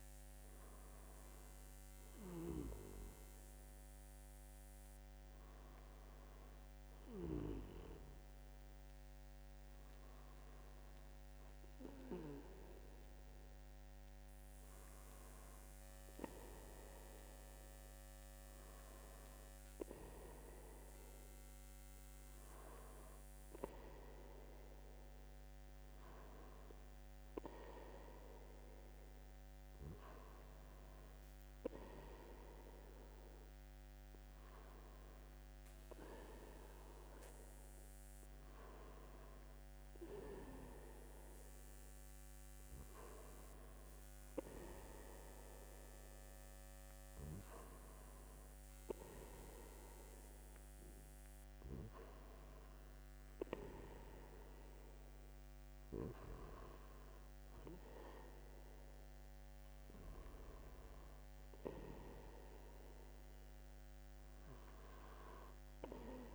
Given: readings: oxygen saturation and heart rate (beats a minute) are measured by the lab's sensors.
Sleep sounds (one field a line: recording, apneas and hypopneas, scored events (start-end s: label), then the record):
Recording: breathing in sleep by a microphone on the trachea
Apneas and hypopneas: none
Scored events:
none scored
From the record:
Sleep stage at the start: N2 (light sleep)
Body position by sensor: on the back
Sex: male